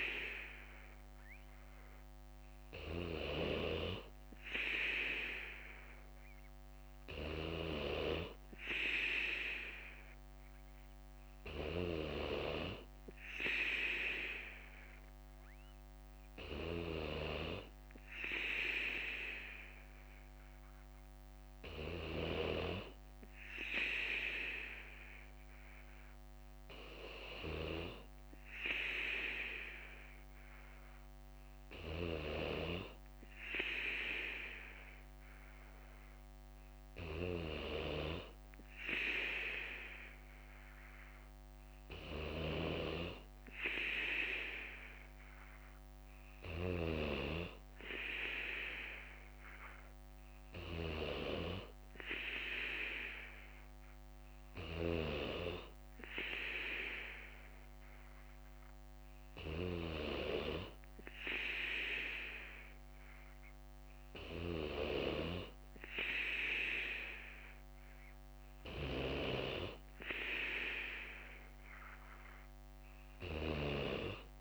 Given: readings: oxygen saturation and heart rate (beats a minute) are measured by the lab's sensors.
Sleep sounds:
breathing in sleep by a microphone on the trachea; none
10.50-19.50 s: bradycardia (device-marked, heart rate 59 before, 58 extreme)
54.50-56.50 s: bradycardia (device-marked, heart rate 59 before, 60 extreme)
From the record:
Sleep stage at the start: N3 (deep sleep); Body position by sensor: on the right side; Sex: male

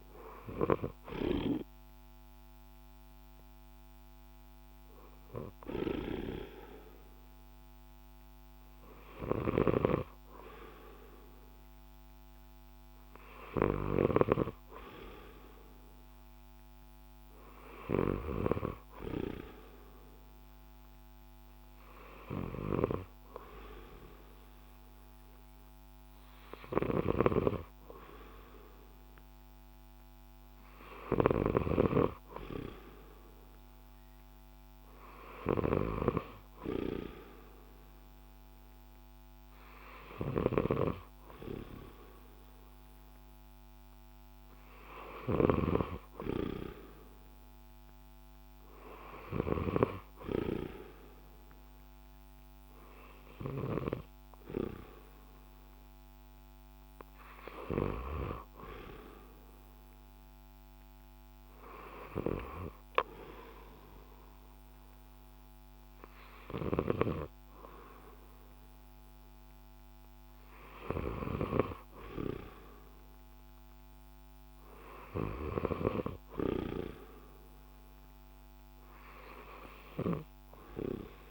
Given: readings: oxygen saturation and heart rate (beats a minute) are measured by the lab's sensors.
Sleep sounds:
breathing in sleep by a microphone on the trachea; none
0.00-3.00 s: arousal
0.00-8.00 s: drop in pulse transit time (device-marked, heart rate 68 extreme)
7.00-21.00 s: oxygen desaturation (device-marked, oxygen 92% before, 87% lowest, heart rate 68 before, 66 extreme)
9.50-18.50 s: snoring (device-marked)
17.00-81.31 s: new sleep stage, N3 (deep sleep)
27.00-46.00 s: snoring (device-marked)
From the record:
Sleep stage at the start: N2 (light sleep); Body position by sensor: on the left side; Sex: male

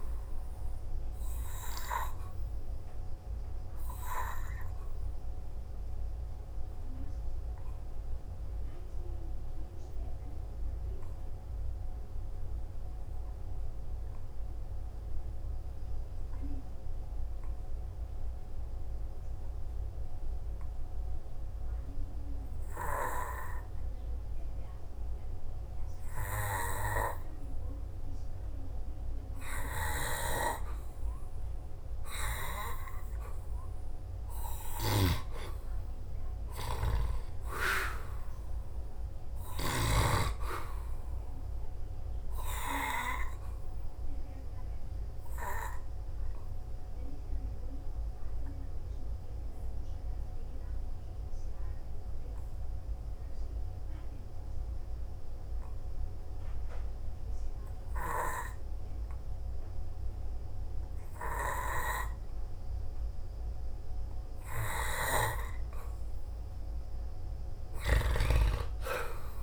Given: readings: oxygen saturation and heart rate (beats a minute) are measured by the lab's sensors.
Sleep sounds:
breathing in sleep by a room microphone; 2
0.00-1.00 s: arousal
3.50-33.50 s: obstructive apnea (oxygen 95% before, 88% lowest, heart rate 57 before, 52 extreme, up 7 after)
8.50-13.50 s: oxygen desaturation (device-marked, oxygen 95% before, 92% lowest, heart rate 57 before, 52 extreme)
23.50-37.50 s: oxygen desaturation (device-marked, oxygen 93% before, 90% lowest, heart rate 57 before, 52 extreme)
35.50-39.00 s: arousal
43.00-63.00 s: obstructive apnea (oxygen 96% before, 88% lowest, heart rate 55 before, 53 extreme)
48.50-67.50 s: oxygen desaturation (device-marked, oxygen 96% before, 88% lowest, heart rate 57 before, 53 extreme)
66.00-69.43 s: arousal
From the record:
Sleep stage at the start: N2 (light sleep); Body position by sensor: on the back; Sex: male

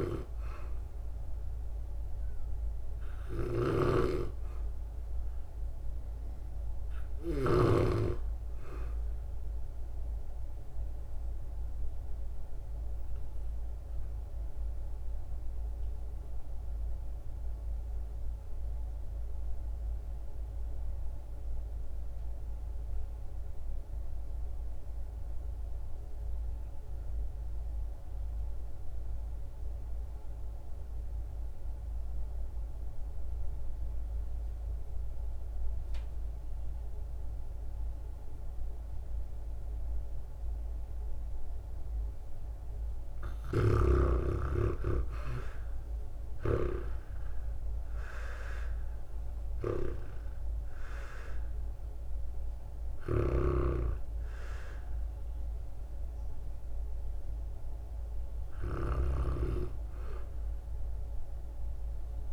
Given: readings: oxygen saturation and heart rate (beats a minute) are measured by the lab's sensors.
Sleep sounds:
breathing in sleep by a room microphone; 1
0.00-7.50 s: snoring (device-marked)
0.00-16.00 s: oxygen desaturation (device-marked, oxygen 92% lowest, heart rate 50 extreme)
10.00-42.50 s: obstructive apnea (oxygen 97% before, 76% lowest, heart rate 57 before, 49 extreme, up 12 after)
27.00-62.32 s: oxygen desaturation (device-marked, oxygen 97% before, 76% lowest, heart rate 60 before, 49 extreme)
45.50-50.50 s: arousal
53.00-59.00 s: snoring (device-marked)
From the record:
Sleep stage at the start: REM sleep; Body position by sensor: on the back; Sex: female

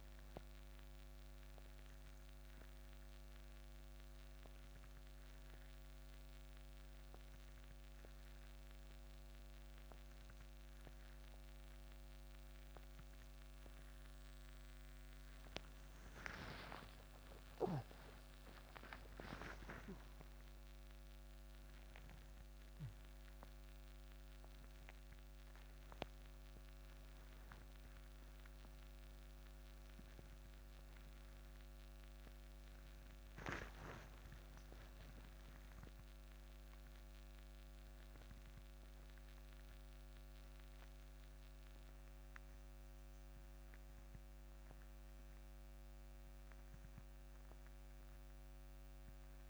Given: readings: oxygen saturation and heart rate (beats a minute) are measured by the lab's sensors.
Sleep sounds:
a person awake in a sleep study, by a microphone on the trachea; none
28.00-49.50 s: new sleep stage, N1 (lightest sleep)
From the record:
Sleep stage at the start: awake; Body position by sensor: on the right side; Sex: male

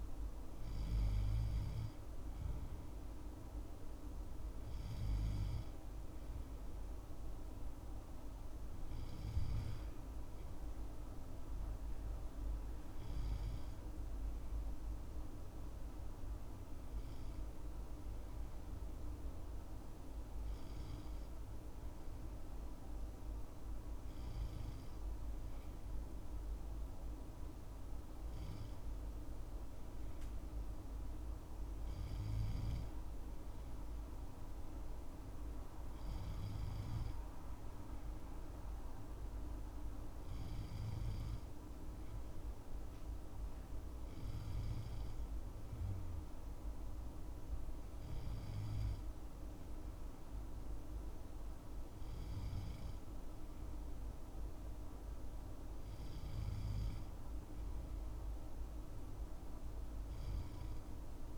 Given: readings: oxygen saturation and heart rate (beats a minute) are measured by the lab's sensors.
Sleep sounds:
breathing in sleep, hard to hear, by a room microphone; none
none scored
From the record:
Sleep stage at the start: N2 (light sleep); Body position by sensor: on the left side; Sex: male

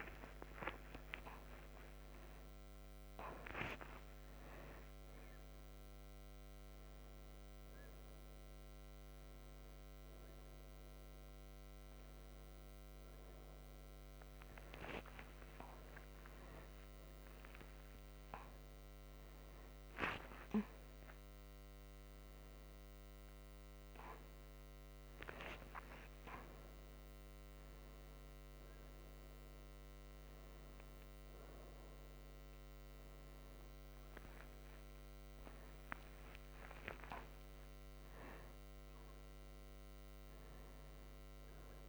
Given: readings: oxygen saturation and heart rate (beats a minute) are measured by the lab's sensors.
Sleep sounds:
a person awake in a sleep study, by a microphone on the trachea; none
0.00-4.50 s: oxygen desaturation (device-marked, oxygen 86% lowest)
From the record:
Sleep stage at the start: awake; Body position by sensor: on the right side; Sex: female

